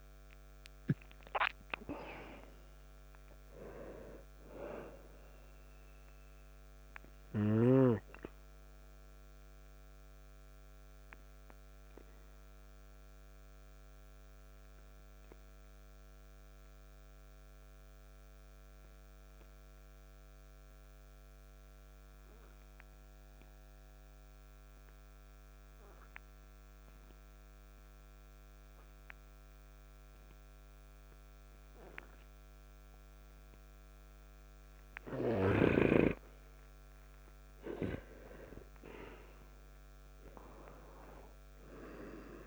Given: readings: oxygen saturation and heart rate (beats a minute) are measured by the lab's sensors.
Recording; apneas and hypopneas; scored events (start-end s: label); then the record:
breathing in sleep by a microphone on the trachea; 1
0.00-31.50 s: oxygen desaturation (device-marked, oxygen 84% lowest, heart rate 54 extreme)
10.00-37.50 s: obstructive apnea (oxygen 98% before, 84% lowest, heart rate 58 before, 54 extreme, up 4 after)
40.00-42.47 s: arousal
From the record:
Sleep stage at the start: N2 (light sleep); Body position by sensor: on the back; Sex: male